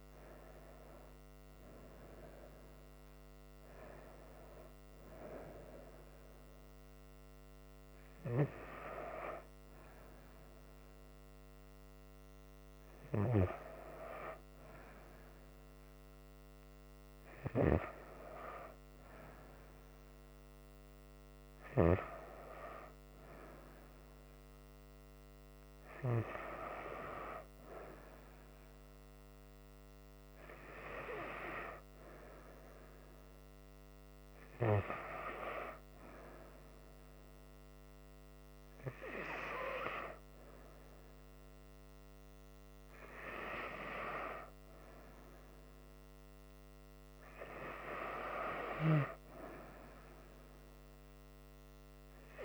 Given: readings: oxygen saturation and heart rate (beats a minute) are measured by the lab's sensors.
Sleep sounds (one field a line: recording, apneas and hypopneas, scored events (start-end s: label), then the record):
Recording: a person partly awake in a sleep study, by a microphone on the trachea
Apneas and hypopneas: none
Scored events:
12.50-42.50 s: new sleep stage, N1 (lightest sleep)
42.50-52.45 s: new sleep stage, N2 (light sleep)
From the record:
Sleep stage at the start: awake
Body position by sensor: on the front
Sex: female